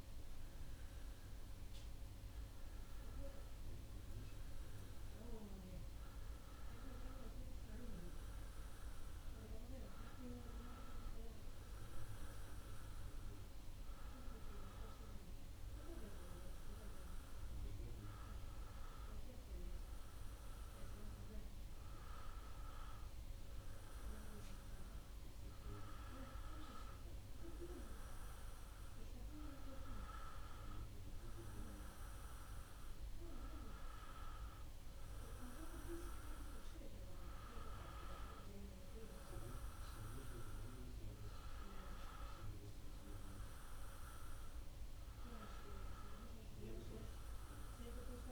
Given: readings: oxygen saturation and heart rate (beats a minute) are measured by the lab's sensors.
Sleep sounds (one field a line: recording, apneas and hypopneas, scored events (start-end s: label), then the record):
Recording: breathing in sleep by a room microphone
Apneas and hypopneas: none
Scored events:
none scored
From the record:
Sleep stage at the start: N2 (light sleep)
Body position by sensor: on the back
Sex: male